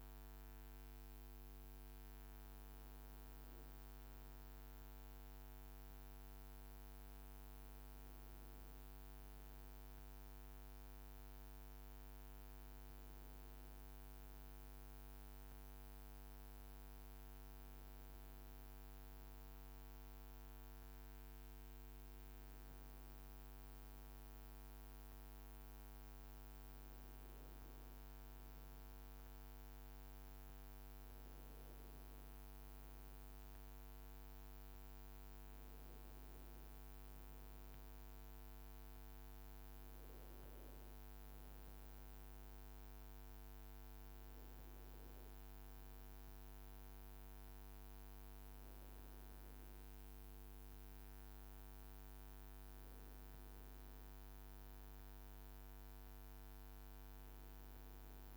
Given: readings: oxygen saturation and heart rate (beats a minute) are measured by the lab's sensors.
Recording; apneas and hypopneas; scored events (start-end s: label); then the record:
breathing in sleep, hard to hear, by a microphone on the trachea; 1
12.00-25.00 s: hypopnea (oxygen 95% before, 93% lowest, heart rate 57 before, 56 extreme, up 0 after)
27.50-31.50 s: arousal
From the record:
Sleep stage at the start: N1 (lightest sleep); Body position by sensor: on the back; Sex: male